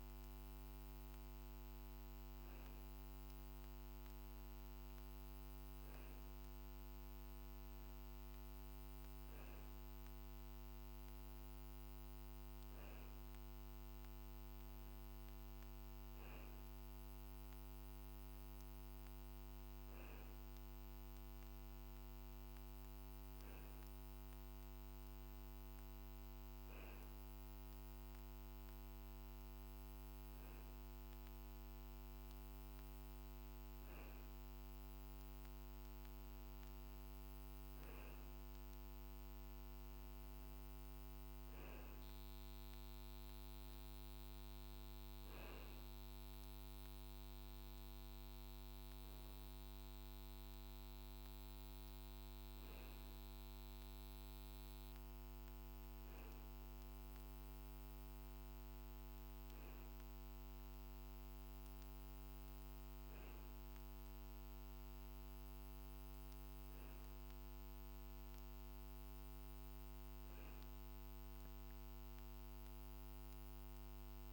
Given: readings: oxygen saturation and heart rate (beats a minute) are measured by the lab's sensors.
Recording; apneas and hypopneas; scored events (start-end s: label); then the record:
breathing in sleep, hard to hear, by a microphone on the trachea; none
none scored
From the record:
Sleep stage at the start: N2 (light sleep); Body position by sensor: on the back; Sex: male